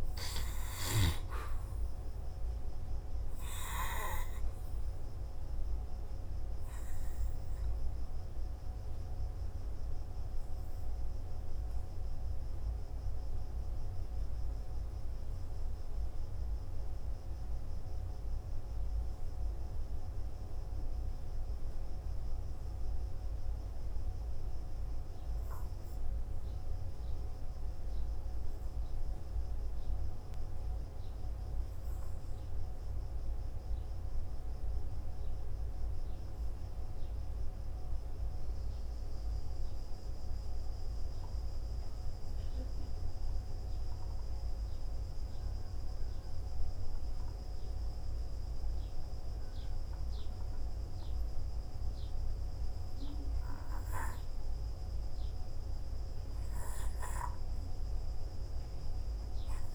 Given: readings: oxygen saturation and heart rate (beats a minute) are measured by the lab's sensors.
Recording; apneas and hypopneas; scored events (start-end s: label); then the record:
breathing in sleep, hard to hear, by a room microphone; 1
6.50-37.50 s: hypopnea (oxygen 98% before, 88% lowest, heart rate 57 before, 43 extreme)
18.50-33.50 s: oxygen desaturation (device-marked, oxygen 96% before, 89% lowest, heart rate 59 before, 44 extreme)
40.50-45.00 s: arousal
From the record:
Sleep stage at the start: N2 (light sleep); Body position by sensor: on the back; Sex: male